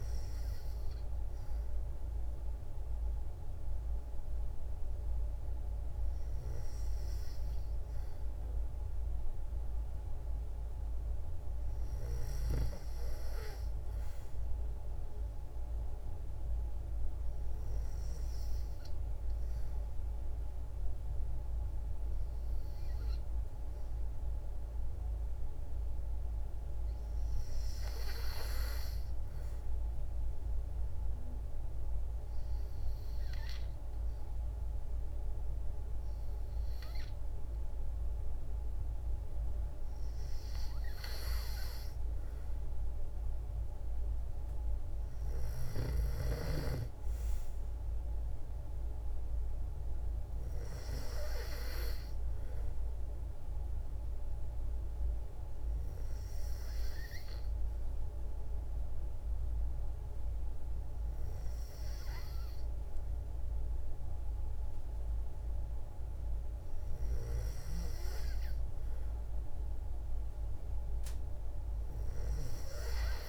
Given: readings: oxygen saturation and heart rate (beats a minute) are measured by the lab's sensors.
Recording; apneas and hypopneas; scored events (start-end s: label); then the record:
breathing in sleep by a room microphone; 1
16.00-27.00 s: hypopnea (oxygen 95% before, 92% lowest, heart rate 56 before, 56 extreme, up 1 after)
29.00-32.50 s: arousal
From the record:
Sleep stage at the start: N2 (light sleep); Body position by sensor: on the back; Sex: female